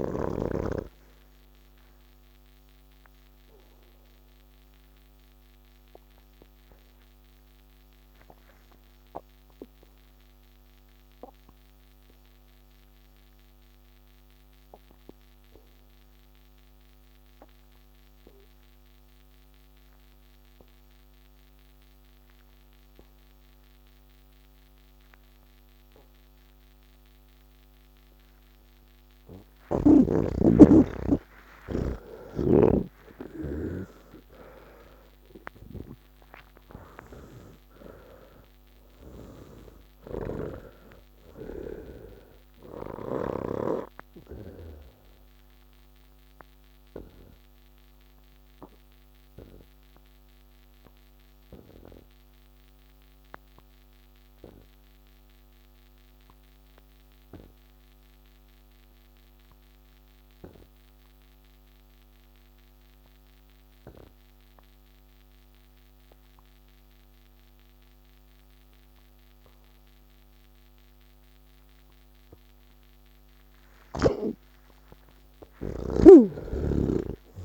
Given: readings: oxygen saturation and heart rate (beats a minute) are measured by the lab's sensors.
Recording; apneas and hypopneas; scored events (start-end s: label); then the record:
breathing in sleep by a microphone on the trachea; 2
0.00-20.50 s: oxygen desaturation (device-marked, oxygen 79% lowest, heart rate 58 extreme)
2.50-28.00 s: obstructive apnea (oxygen 98% before, 79% lowest, heart rate 133 before, 57 extreme, up 59 after)
26.50-39.50 s: oxygen desaturation (device-marked, oxygen 98% before, 83% lowest, heart rate 101 before, 57 extreme)
41.50-58.50 s: oxygen desaturation (device-marked, oxygen 88% before, 79% lowest, heart rate 101 before, 64 extreme)
46.00-72.50 s: obstructive apnea (oxygen 98% before, 77% lowest, heart rate 94 before, 99 extreme)
58.50-77.45 s: new sleep stage, N3 (deep sleep)
60.50-77.45 s: oxygen desaturation (device-marked, oxygen 99% before, 77% lowest, heart rate 108 before, 81 extreme)
From the record:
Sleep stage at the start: N2 (light sleep); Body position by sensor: on the back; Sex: male